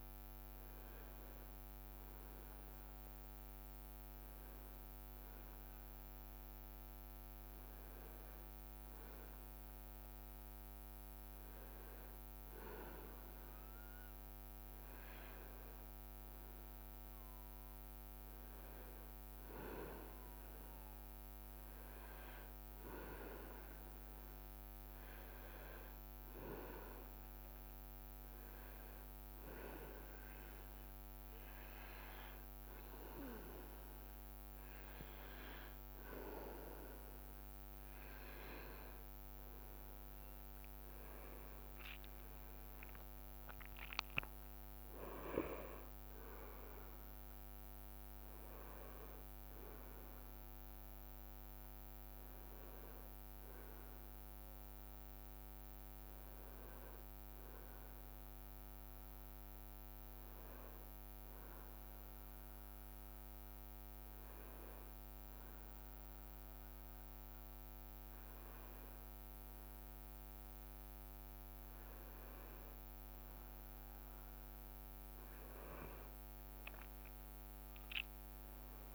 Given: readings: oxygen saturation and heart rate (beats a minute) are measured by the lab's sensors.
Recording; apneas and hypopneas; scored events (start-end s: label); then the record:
breathing in sleep by a microphone on the trachea; 2
27.00-38.00 s: hypopnea (oxygen 97% before, 94% lowest, heart rate 67 before, 66 extreme, up 9 after)
41.00-45.50 s: arousal
62.50-73.50 s: hypopnea (oxygen 97% before, 95% lowest, heart rate 71 before, 62 extreme, up 10 after)
77.50-78.95 s: leg movement (device-marked)
From the record:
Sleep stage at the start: N2 (light sleep); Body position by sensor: on the back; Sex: male